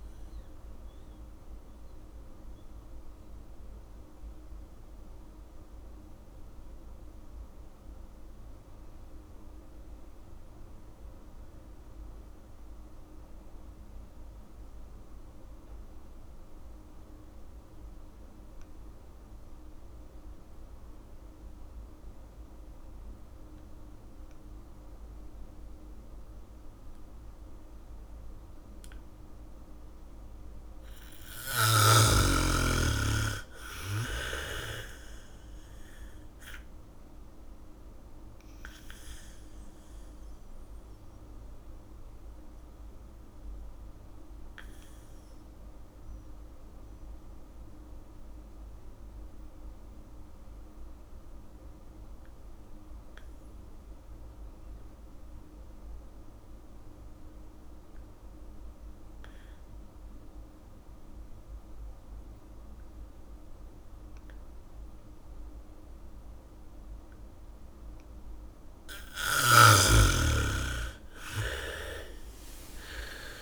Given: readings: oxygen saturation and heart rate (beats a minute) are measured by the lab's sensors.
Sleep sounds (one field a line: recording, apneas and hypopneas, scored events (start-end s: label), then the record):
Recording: breathing in sleep by a room microphone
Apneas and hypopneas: 2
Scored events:
0.00-11.50 s: oxygen desaturation (device-marked, oxygen 80% lowest, heart rate 48 extreme)
1.00-30.00 s: mixed apnea (oxygen 99% before, 75% lowest, heart rate 65 before, 59 extreme)
19.50-61.50 s: oxygen desaturation (device-marked, oxygen 100% before, 77% lowest, heart rate 76 before, 51 extreme)
30.50-32.50 s: bradycardia (device-marked, heart rate 71 before, 63 extreme)
34.00-38.00 s: arousal
42.50-68.50 s: obstructive apnea (oxygen 100% before, 75% lowest, heart rate 68 before, 51 extreme, up 3 after)
63.50-73.42 s: oxygen desaturation (device-marked, oxygen 97% before, 75% lowest, heart rate 71 before, 51 extreme)
65.50-67.50 s: bradycardia (device-marked, heart rate 71 before, 61 extreme)
70.50-73.42 s: arousal
71.50-73.42 s: bradycardia (device-marked, heart rate 71 before, 51 extreme)
From the record:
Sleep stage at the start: N2 (light sleep)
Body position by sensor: on the back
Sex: female